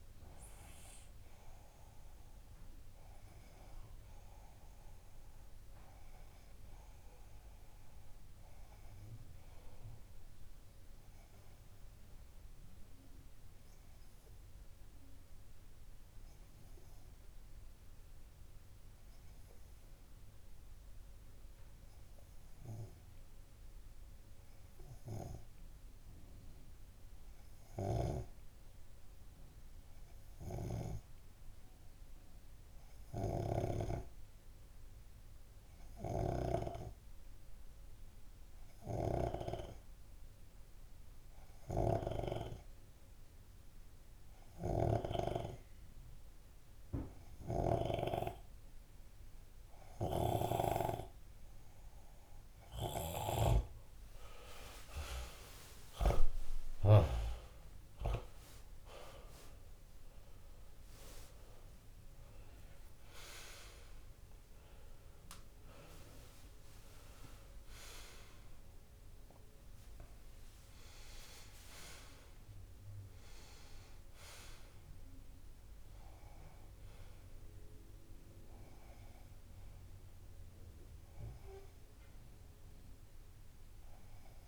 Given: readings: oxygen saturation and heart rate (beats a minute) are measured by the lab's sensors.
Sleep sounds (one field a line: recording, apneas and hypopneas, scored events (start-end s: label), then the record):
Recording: breathing in sleep by a room microphone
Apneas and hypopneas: 1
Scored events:
0.00-2.50 s: oxygen desaturation (device-marked, oxygen 94% lowest)
13.00-51.50 s: obstructive apnea (oxygen 95% before, 93% lowest)
37.50-75.50 s: oxygen desaturation (device-marked, oxygen 99% before, 93% lowest)
50.50-54.00 s: snoring (device-marked)
58.50-63.00 s: arousal
From the record:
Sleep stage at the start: N2 (light sleep)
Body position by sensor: on the left side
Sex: male